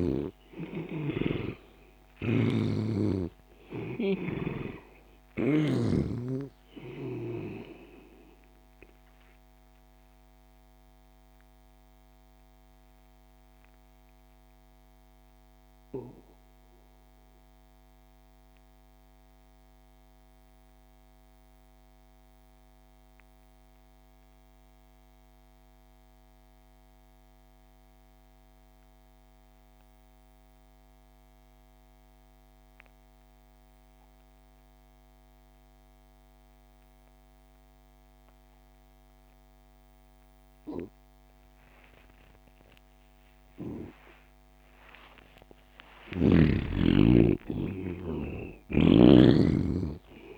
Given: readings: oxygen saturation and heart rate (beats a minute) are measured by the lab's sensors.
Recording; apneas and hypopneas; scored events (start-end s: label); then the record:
breathing in sleep by a microphone on the trachea; 1
0.00-6.00 s: snoring (device-marked)
0.00-19.00 s: oxygen desaturation (device-marked, oxygen 84% lowest)
10.50-44.00 s: obstructive apnea (oxygen 98% before, 80% lowest)
35.00-50.38 s: oxygen desaturation (device-marked, oxygen 98% before, 80% lowest)
45.50-49.50 s: arousal
48.50-50.38 s: snoring (device-marked)
From the record:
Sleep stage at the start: N2 (light sleep); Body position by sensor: on the back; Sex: male